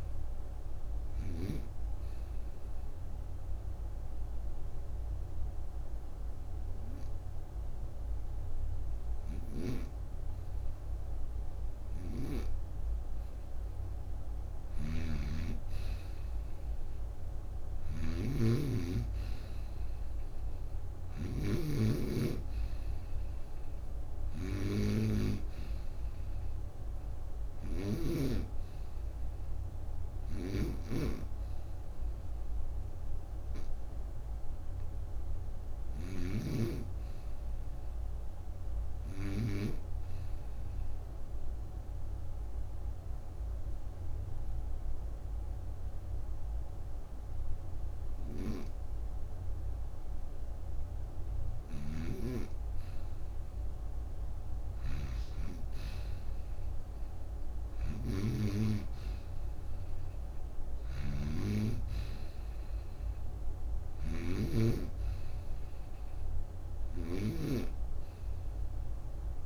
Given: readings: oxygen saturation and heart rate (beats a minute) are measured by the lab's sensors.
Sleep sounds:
breathing in sleep by a room microphone; 2
0.00-3.50 s: oxygen desaturation (device-marked, oxygen 84% lowest, heart rate 42 extreme)
2.00-13.00 s: obstructive apnea (oxygen 92% before, 93% lowest, heart rate 57 before, 29 extreme, up 1 after)
11.50-28.00 s: snoring (device-marked)
16.00-20.50 s: arousal
30.00-39.50 s: snoring (device-marked)
40.00-51.50 s: obstructive apnea (oxygen 98% before, 93% lowest)
44.50-57.50 s: oxygen desaturation (device-marked, oxygen 96% before, 93% lowest)
51.50-67.00 s: snoring (device-marked)
52.50-55.00 s: arousal
From the record:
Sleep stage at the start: N2 (light sleep); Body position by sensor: on the right side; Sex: female

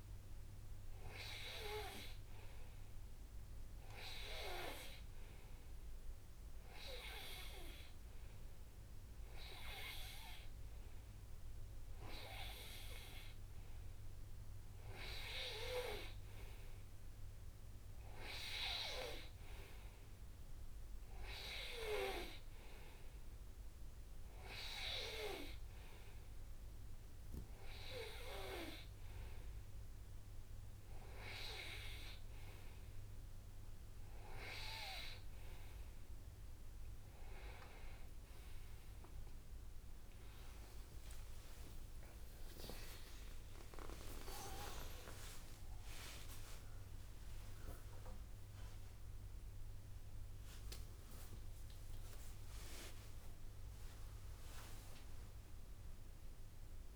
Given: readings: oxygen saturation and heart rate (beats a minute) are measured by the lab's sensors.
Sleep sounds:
breathing in sleep by a room microphone; none
42.50-44.50 s: long interval between heartbeats (device-marked, heart rate 66 before, 84 extreme)
42.50-46.50 s: arousal
43.50-49.50 s: tachycardia (device-marked, heart rate 66 before, 115 extreme)
45.00-47.00 s: long interval between heartbeats (device-marked, heart rate 68 before, 94 extreme)
51.00-53.00 s: long interval between heartbeats (device-marked, heart rate 80 before, 104 extreme)
From the record:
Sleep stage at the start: N2 (light sleep); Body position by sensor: on the right side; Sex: male

